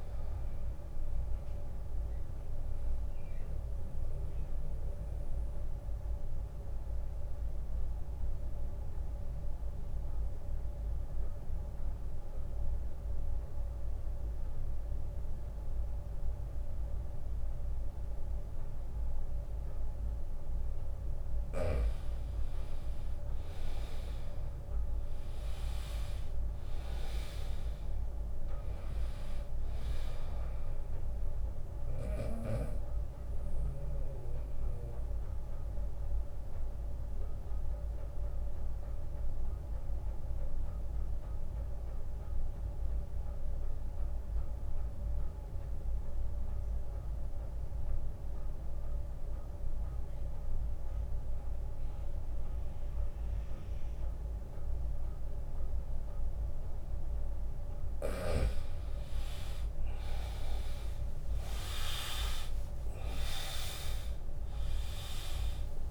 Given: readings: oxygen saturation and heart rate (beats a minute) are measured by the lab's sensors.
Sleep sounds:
breathing in sleep by a room microphone; 2
0.00-13.50 s: oxygen desaturation (device-marked, oxygen 92% lowest, heart rate 73 extreme)
3.50-20.00 s: obstructive apnea (oxygen 99% before, 91% lowest, heart rate 81 before, 74 extreme, up 8 after)
20.50-35.50 s: drop in pulse transit time (device-marked, heart rate 79 before, 76 extreme)
23.50-27.00 s: arousal
29.50-47.50 s: oxygen desaturation (device-marked, oxygen 100% before, 93% lowest, heart rate 81 before, 66 extreme)
33.00-57.00 s: obstructive apnea (oxygen 100% before, 89% lowest, heart rate 80 before, 66 extreme, up 21 after)
45.00-47.00 s: long interval between heartbeats (device-marked, heart rate 80 before, 71 extreme)
59.50-65.91 s: oxygen desaturation (device-marked, oxygen 99% before, 89% lowest, heart rate 76 before, 75 extreme)
61.00-65.50 s: arousal
61.50-65.91 s: drop in pulse transit time (device-marked, heart rate 77 before, 78 extreme)
From the record:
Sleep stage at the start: N2 (light sleep); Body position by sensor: on the right side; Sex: male

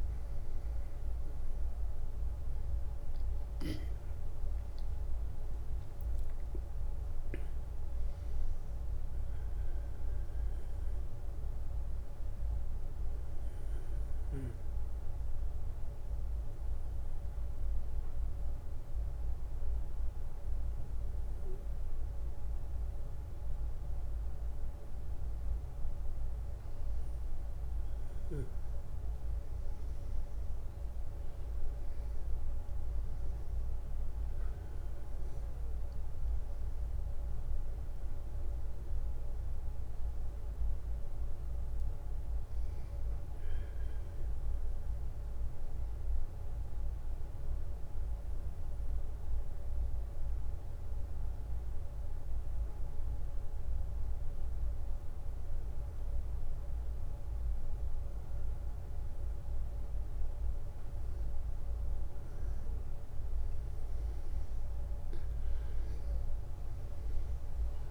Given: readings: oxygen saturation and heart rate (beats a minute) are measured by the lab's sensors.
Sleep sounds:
breathing in sleep, hard to hear, by a room microphone; 2
6.00-10.00 s: arousal
14.00-25.50 s: obstructive apnea (oxygen 97% before, 93% lowest, heart rate 68 before, 62 extreme, up 4 after)
27.50-31.50 s: arousal
32.00-49.00 s: oxygen desaturation (device-marked, oxygen 96% before, 93% lowest, heart rate 65 before, 60 extreme)
46.00-59.50 s: mixed apnea (oxygen 96% before, 93% lowest, heart rate 65 before, 60 extreme, up 5 after)
61.50-64.50 s: arousal
63.00-67.91 s: oxygen desaturation (device-marked, oxygen 97% before, 93% lowest, heart rate 62 before, 63 extreme)
From the record:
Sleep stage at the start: N1 (lightest sleep); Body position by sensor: on the back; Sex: male

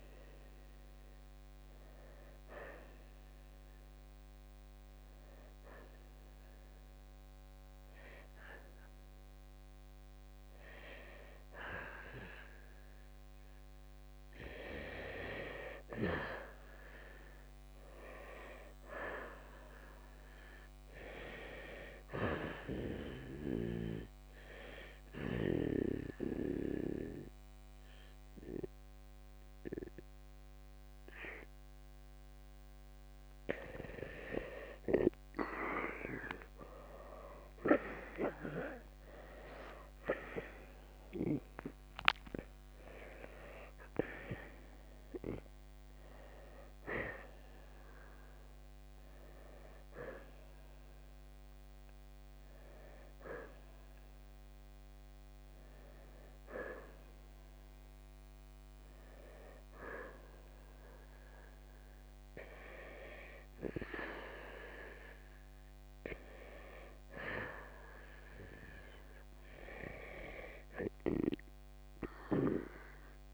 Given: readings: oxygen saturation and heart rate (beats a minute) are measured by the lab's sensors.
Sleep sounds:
breathing in sleep by a microphone on the trachea; 2
0.00-2.50 s: oxygen desaturation (device-marked, oxygen 88% lowest, heart rate 58 extreme)
1.50-11.50 s: hypopnea (oxygen 93% before, 86% lowest, heart rate 62 before, 55 extreme, up 4 after)
8.50-25.50 s: oxygen desaturation (device-marked, oxygen 93% before, 86% lowest, heart rate 66 before, 55 extreme)
14.00-17.00 s: arousal
39.00-43.50 s: arousal
49.00-60.50 s: hypopnea (oxygen 93% before, 87% lowest, heart rate 62 before, 58 extreme, up 8 after)
62.50-66.00 s: arousal
63.50-73.34 s: oxygen desaturation (device-marked, oxygen 91% before, 87% lowest, heart rate 69 before, 58 extreme)
From the record:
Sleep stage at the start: N2 (light sleep); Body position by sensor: on the right side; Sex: male

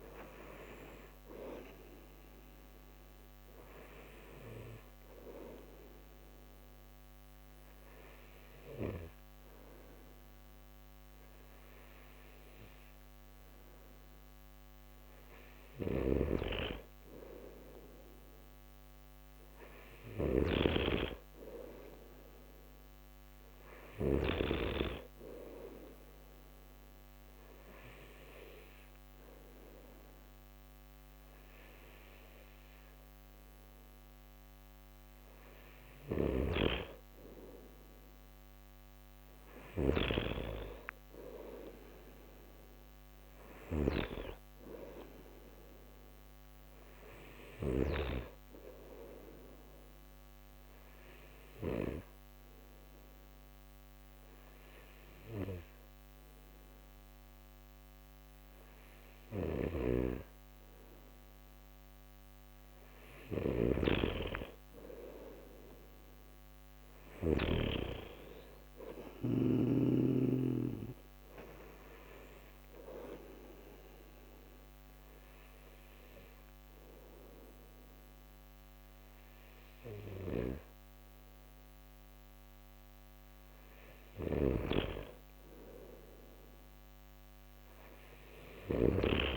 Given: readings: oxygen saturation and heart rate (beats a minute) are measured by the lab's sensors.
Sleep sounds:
breathing in sleep by a microphone on the trachea; 4
4.50-15.00 s: obstructive apnea (oxygen 93% before, 90% lowest)
15.50-24.00 s: snoring (device-marked)
16.50-21.00 s: arousal
27.00-37.50 s: obstructive apnea (oxygen 94% before, 91% lowest)
36.00-48.00 s: snoring (device-marked)
38.50-42.50 s: arousal
49.00-61.00 s: oxygen desaturation (device-marked, oxygen 94% before, 91% lowest)
49.50-62.00 s: obstructive apnea (oxygen 94% before, 91% lowest)
59.00-67.50 s: snoring (device-marked)
64.00-68.50 s: arousal
73.00-84.00 s: obstructive apnea (oxygen 94% before, 91% lowest)
80.00-89.36 s: snoring (device-marked)
87.00-89.36 s: arousal
From the record:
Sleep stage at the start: N2 (light sleep); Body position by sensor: on the back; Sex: male

